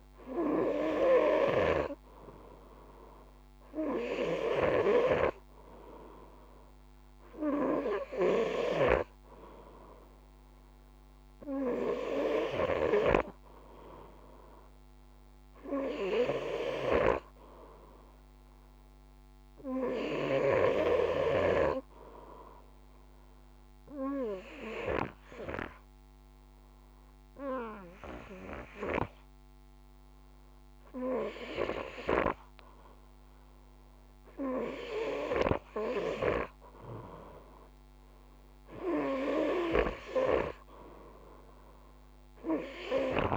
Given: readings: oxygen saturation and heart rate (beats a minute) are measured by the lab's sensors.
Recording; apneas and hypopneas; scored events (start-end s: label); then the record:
breathing in sleep by a microphone on the trachea; 1
24.00-34.50 s: obstructive apnea (oxygen 96% before, 91% lowest, heart rate 53 before, 51 extreme, up 0 after)
38.50-42.50 s: arousal
From the record:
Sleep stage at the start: N2 (light sleep); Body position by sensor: on the front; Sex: male